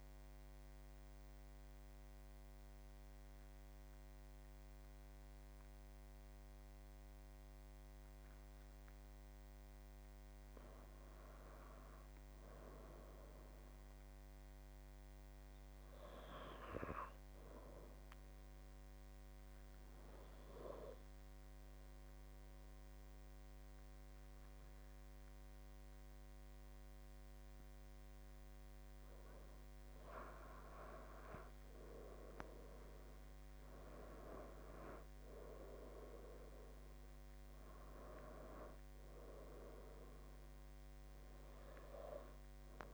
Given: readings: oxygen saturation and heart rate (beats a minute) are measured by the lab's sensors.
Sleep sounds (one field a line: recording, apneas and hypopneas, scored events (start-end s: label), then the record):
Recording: breathing in sleep by a microphone on the trachea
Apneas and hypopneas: 1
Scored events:
0.00-8.50 s: oxygen desaturation (device-marked, oxygen 91% lowest, heart rate 64 extreme)
10.00-13.00 s: arousal
14.50-30.00 s: obstructive apnea (oxygen 98% before, 92% lowest, heart rate 72 before, 67 extreme, up 10 after)
23.50-42.94 s: oxygen desaturation (device-marked, oxygen 98% before, 93% lowest, heart rate 71 before, 67 extreme)
32.50-37.00 s: arousal
From the record:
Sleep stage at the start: N2 (light sleep)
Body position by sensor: on the left side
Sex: male